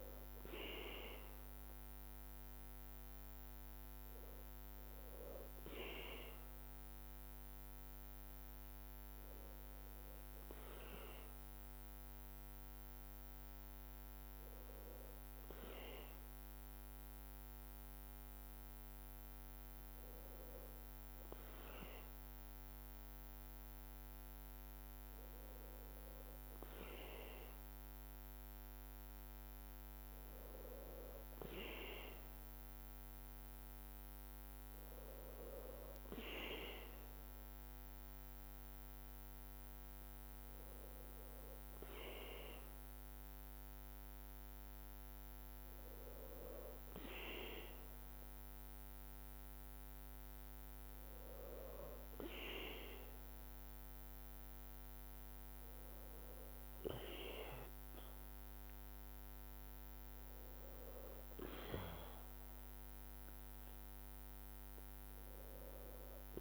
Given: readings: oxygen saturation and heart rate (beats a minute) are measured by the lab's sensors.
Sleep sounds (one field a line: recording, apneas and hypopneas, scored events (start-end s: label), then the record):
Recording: a person partly awake in a sleep study, by a microphone on the trachea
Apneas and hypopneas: none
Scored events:
6.00-36.00 s: new sleep stage, awake
36.00-66.41 s: new sleep stage, N2 (light sleep)
45.00-56.00 s: drop in pulse transit time (device-marked, heart rate 54 before, 53 extreme)
From the record:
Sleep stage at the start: N1 (lightest sleep)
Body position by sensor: on the back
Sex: female